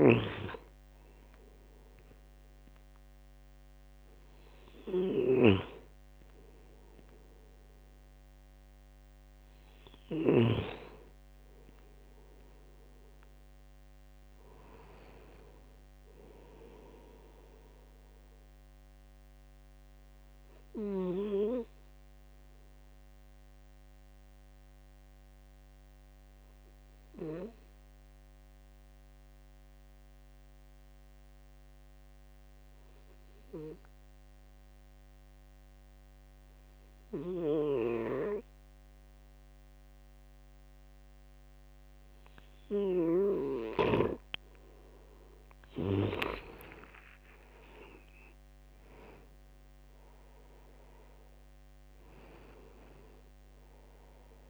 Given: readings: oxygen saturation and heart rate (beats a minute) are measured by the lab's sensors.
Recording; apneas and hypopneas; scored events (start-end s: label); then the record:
breathing in sleep by a microphone on the trachea; 1
13.00-16.50 s: arousal
19.00-44.50 s: obstructive apnea (oxygen 98% before, 93% lowest, heart rate 81 before, 70 extreme, up 8 after)
45.00-54.49 s: oxygen desaturation (device-marked, oxygen 98% before, 93% lowest, heart rate 72 before, 69 extreme)
48.00-51.50 s: arousal
From the record:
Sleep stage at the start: N2 (light sleep); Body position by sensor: on the right side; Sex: male